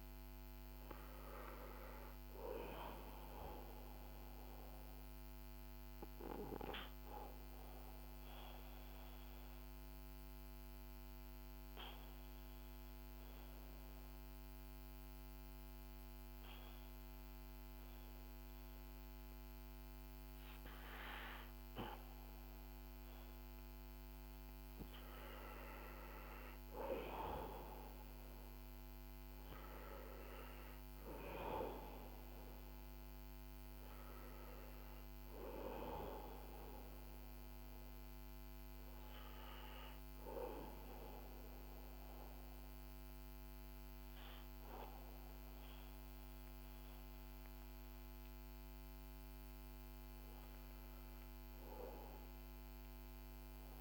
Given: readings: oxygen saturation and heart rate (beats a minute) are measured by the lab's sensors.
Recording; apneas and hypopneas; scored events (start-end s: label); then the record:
breathing in sleep by a microphone on the trachea; 1
3.00-23.50 s: obstructive apnea (oxygen 96% before, 92% lowest, heart rate 55 before, 50 extreme, up 9 after)
25.50-30.00 s: arousal
From the record:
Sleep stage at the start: N2 (light sleep); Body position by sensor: on the back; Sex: male